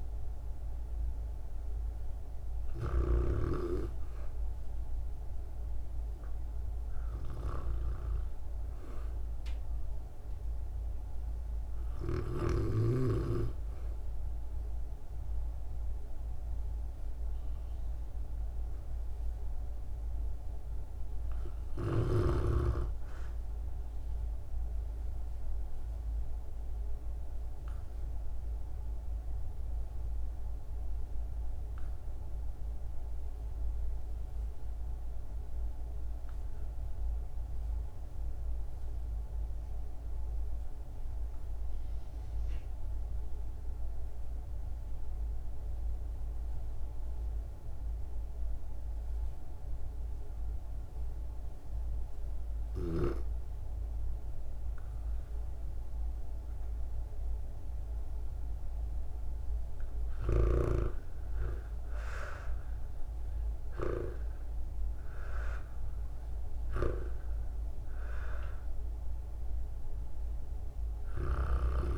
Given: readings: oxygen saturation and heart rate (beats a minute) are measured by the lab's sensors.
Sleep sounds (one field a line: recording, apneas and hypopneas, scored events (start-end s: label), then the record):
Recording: breathing in sleep by a room microphone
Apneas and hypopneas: 1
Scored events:
0.00-3.50 s: snoring (device-marked)
23.50-59.00 s: obstructive apnea (oxygen 97% before, 77% lowest, heart rate 59 before, 49 extreme, up 11 after)
40.00-71.98 s: oxygen desaturation (device-marked, oxygen 96% before, 77% lowest, heart rate 58 before, 49 extreme)
62.00-66.00 s: arousal
From the record:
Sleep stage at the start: REM sleep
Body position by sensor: on the back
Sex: female